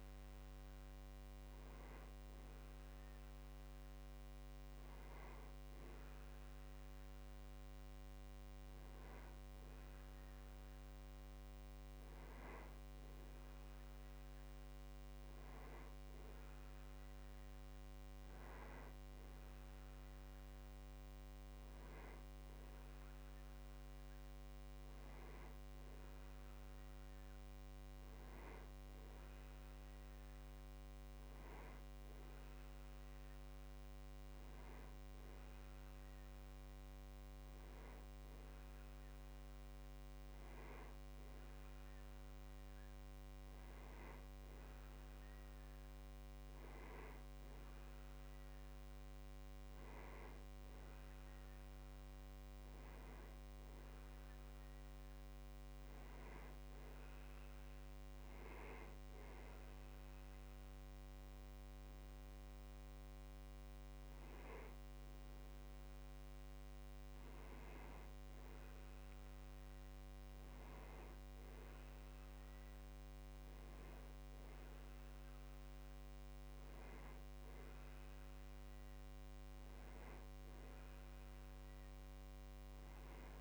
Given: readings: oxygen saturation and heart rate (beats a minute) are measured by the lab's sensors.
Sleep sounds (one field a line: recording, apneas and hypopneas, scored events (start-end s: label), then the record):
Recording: breathing in sleep, hard to hear, by a microphone on the trachea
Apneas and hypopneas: none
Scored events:
none scored
From the record:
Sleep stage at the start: N2 (light sleep)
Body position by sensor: on the back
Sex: male